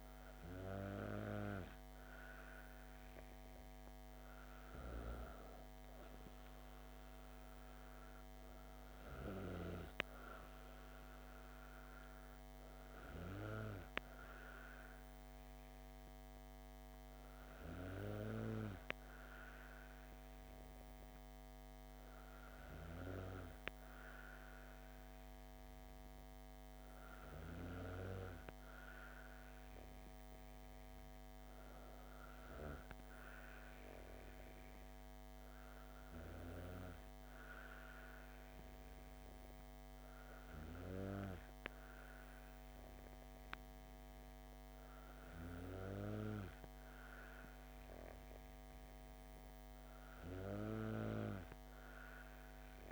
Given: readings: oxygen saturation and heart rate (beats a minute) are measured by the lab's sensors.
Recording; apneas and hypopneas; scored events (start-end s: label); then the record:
breathing in sleep by a microphone on the trachea; none
none scored
From the record:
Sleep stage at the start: N2 (light sleep); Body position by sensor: on the back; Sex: female